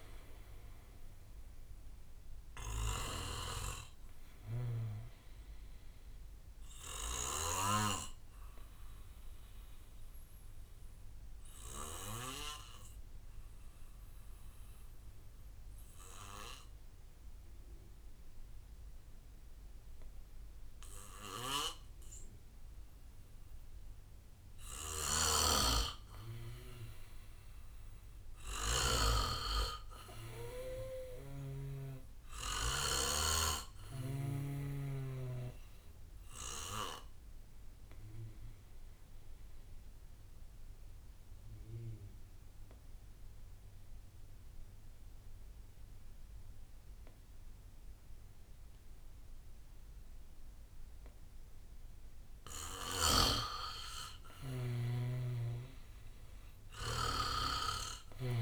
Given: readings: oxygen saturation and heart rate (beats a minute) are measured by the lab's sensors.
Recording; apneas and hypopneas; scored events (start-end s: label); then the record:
breathing in sleep by a room microphone; 2
0.00-3.50 s: oxygen desaturation (device-marked, oxygen 91% lowest, heart rate 58 extreme)
2.50-4.50 s: bradycardia (device-marked, heart rate 65 before, 66 extreme)
3.00-8.00 s: snoring (device-marked)
8.00-25.00 s: obstructive apnea (oxygen 99% before, 90% lowest, heart rate 72 before, 57 extreme, up 8 after)
25.00-29.00 s: snoring (device-marked)
25.50-48.50 s: oxygen desaturation (device-marked, oxygen 98% before, 92% lowest, heart rate 62 before, 57 extreme)
27.00-31.00 s: arousal
31.00-34.50 s: snoring (device-marked)
33.50-39.50 s: bradycardia (device-marked, heart rate 65 before, 59 extreme)
38.00-53.00 s: obstructive apnea (oxygen 99% before, 90% lowest, heart rate 64 before, 60 extreme, up 11 after)
55.50-58.42 s: arousal
From the record:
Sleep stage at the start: N2 (light sleep); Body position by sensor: on the back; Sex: male